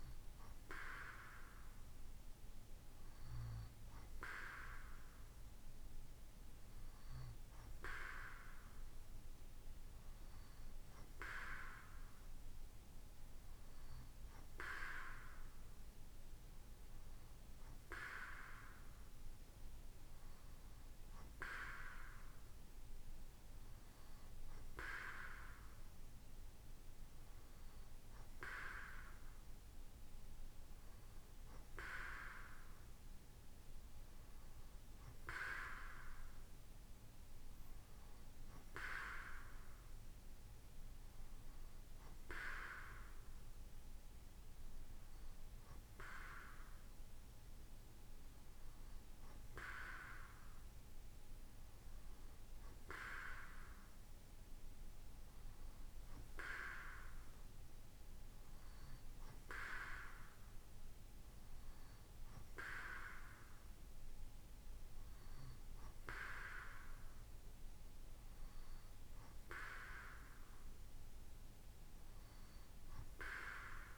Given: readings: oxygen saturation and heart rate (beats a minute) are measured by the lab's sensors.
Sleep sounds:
breathing in sleep by a room microphone; none
none scored
From the record:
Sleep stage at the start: N2 (light sleep); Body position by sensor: on the right side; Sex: male

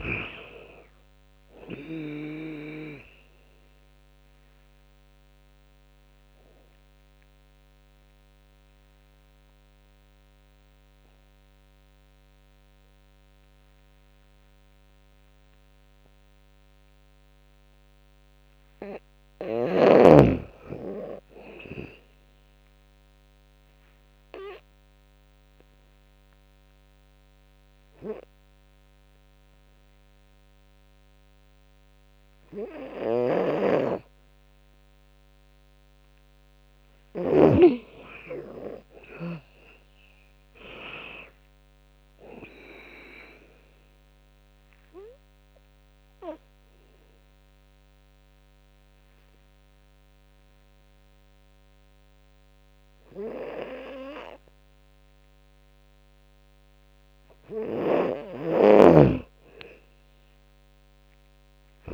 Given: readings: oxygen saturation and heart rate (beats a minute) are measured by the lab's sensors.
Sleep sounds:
breathing in sleep by a microphone on the trachea; 3
0.00-9.00 s: drop in pulse transit time (device-marked, heart rate 73 extreme)
3.00-20.00 s: oxygen desaturation (device-marked, oxygen 98% before, 93% lowest, heart rate 73 before, 68 extreme)
3.50-17.00 s: obstructive apnea (oxygen 98% before, 93% lowest, heart rate 73 before, 68 extreme, up 12 after)
19.00-21.00 s: arousal
22.00-28.00 s: drop in pulse transit time (device-marked, heart rate 75 before, 76 extreme)
23.50-35.50 s: obstructive apnea (oxygen 99% before, 93% lowest, heart rate 74 before, 66 extreme, up 15 after)
32.50-37.00 s: snoring (device-marked)
37.00-40.00 s: arousal
39.00-48.00 s: drop in pulse transit time (device-marked, heart rate 76 before, 77 extreme)
42.00-52.00 s: oxygen desaturation (device-marked, oxygen 96% before, 93% lowest, heart rate 77 before, 66 extreme)
43.50-56.50 s: obstructive apnea (oxygen 99% before, 93% lowest, heart rate 78 before, 66 extreme, up 18 after)
57.00-61.50 s: snoring (device-marked)
59.50-61.94 s: arousal
60.00-61.94 s: drop in pulse transit time (device-marked, heart rate 76 before, 76 extreme)
From the record:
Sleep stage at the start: N2 (light sleep); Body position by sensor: on the back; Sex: female

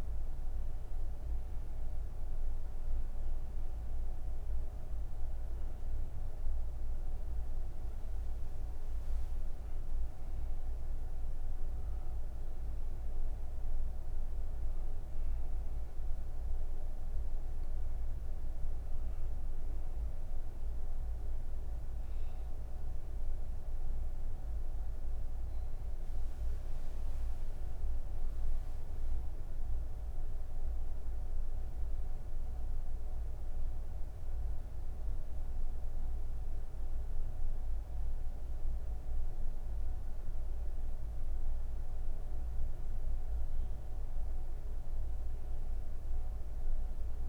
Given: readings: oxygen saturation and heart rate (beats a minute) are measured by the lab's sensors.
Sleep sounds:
breathing in sleep, hard to hear, by a room microphone; none
6.00-20.00 s: oxygen desaturation (device-marked, oxygen 96% before, 92% lowest)
From the record:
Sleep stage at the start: N2 (light sleep); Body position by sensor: on the right side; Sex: female

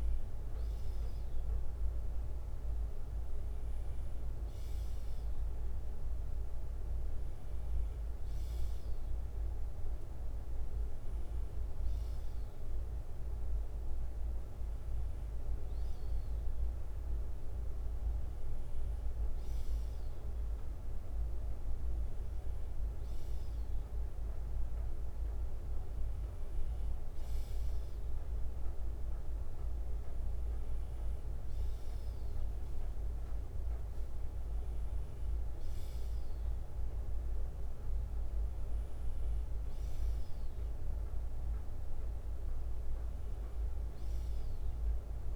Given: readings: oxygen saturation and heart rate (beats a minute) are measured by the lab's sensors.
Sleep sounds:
breathing in sleep, hard to hear, by a room microphone; none
0.00-3.00 s: bradycardia (device-marked, heart rate 58 extreme)
21.00-30.00 s: bradycardia (device-marked, heart rate 61 before, 57 extreme)
38.00-40.00 s: bradycardia (device-marked, heart rate 61 before, 60 extreme)
From the record:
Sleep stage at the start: N2 (light sleep); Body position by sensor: on the left side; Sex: male

